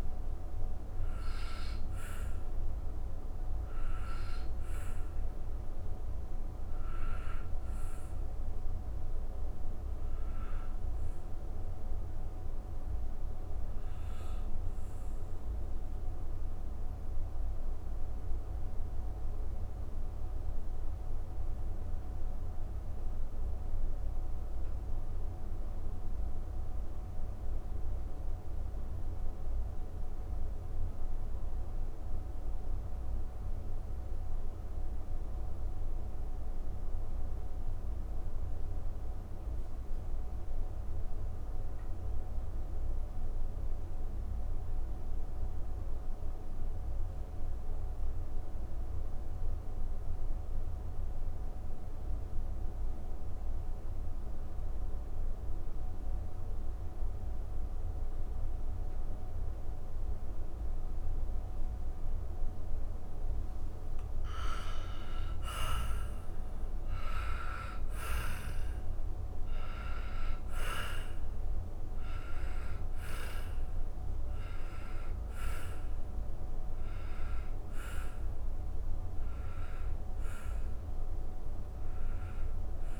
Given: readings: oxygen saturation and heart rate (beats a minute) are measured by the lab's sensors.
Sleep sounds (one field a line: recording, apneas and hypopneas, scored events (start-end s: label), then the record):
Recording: breathing in sleep, hard to hear, by a room microphone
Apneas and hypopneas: 1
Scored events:
0.00-25.00 s: oxygen desaturation (device-marked, oxygen 88% lowest, heart rate 29 extreme)
6.00-63.50 s: mixed apnea (oxygen 98% before, 85% lowest, heart rate 121 before, 29 extreme)
62.00-83.00 s: oxygen desaturation (device-marked, oxygen 98% before, 85% lowest, heart rate 137 before, 56 extreme)
64.50-69.50 s: arousal
From the record:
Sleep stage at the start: N2 (light sleep)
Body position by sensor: on the back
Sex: male